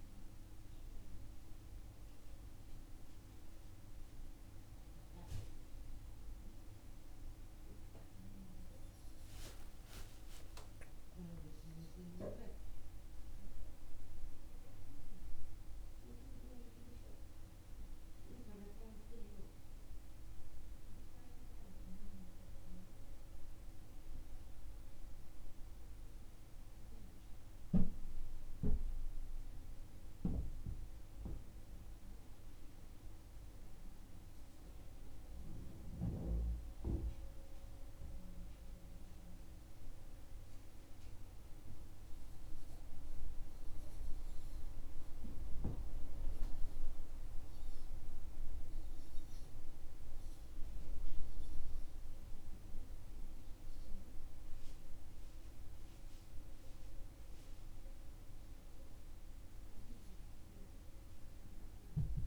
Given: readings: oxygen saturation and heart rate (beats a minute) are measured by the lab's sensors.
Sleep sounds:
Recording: breathing in sleep by a room microphone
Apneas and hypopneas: none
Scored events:
6.50-9.50 s: arousal
From the record:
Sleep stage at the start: N1 (lightest sleep)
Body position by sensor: on the back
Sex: male

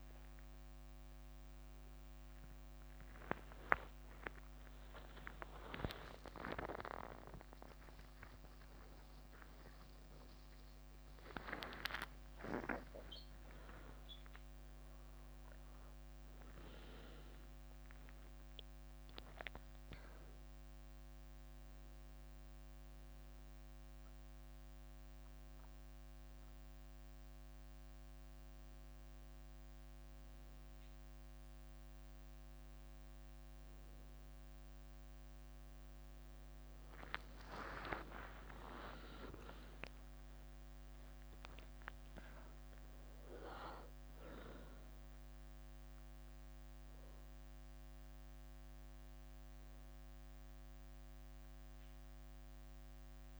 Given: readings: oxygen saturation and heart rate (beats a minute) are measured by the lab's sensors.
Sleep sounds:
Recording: a person awake in a sleep study, by a microphone on the trachea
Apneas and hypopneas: none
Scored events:
2.00-13.00 s: tachycardia (device-marked, heart rate 89 before, 189 extreme)
3.00-7.50 s: leg movement (device-marked)
4.50-6.50 s: long interval between heartbeats (device-marked, heart rate 86 before, 89 extreme)
8.50-10.50 s: long interval between heartbeats (device-marked, heart rate 93 before, 167 extreme)
10.50-12.50 s: long interval between heartbeats (device-marked, heart rate 100 before, 183 extreme)
11.00-18.50 s: leg movement (device-marked)
28.50-31.50 s: leg movement (device-marked)
35.00-41.00 s: tachycardia (device-marked, heart rate 90 before, 125 extreme)
37.00-39.00 s: long interval between heartbeats (device-marked, heart rate 75 before, 96 extreme)
37.00-41.50 s: leg movement (device-marked)
37.00-53.40 s: new sleep stage, N1 (lightest sleep)
From the record:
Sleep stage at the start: awake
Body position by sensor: on the back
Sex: female

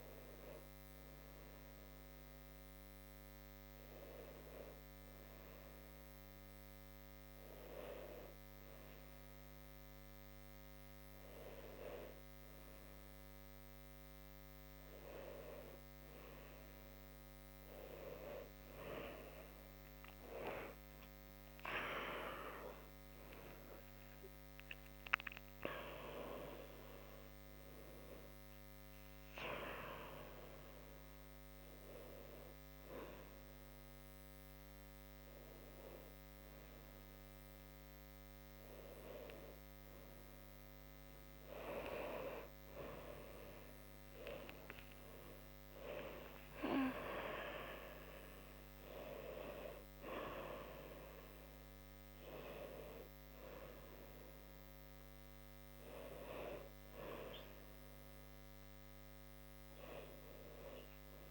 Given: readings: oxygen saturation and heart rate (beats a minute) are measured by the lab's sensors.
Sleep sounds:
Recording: a person awake in a sleep study, by a microphone on the trachea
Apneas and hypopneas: none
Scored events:
none scored
From the record:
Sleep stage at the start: awake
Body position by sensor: on the right side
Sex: female

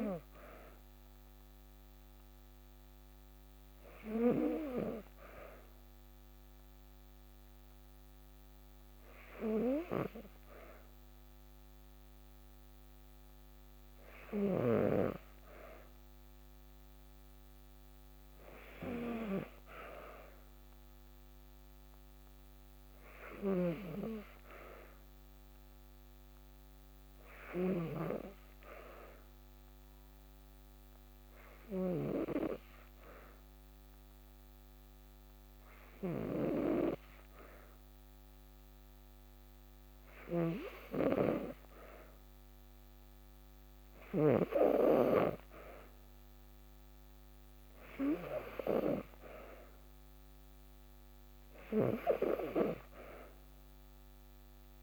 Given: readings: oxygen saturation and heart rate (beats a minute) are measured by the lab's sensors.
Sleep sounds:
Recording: breathing in sleep by a microphone on the trachea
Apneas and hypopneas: 1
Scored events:
22.50-44.00 s: snoring (device-marked)
29.50-42.00 s: hypopnea (oxygen 95% before, 93% lowest, heart rate 54 before, 54 extreme, up 1 after)
44.50-47.50 s: arousal
From the record:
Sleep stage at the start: N2 (light sleep)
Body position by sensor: on the back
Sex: female

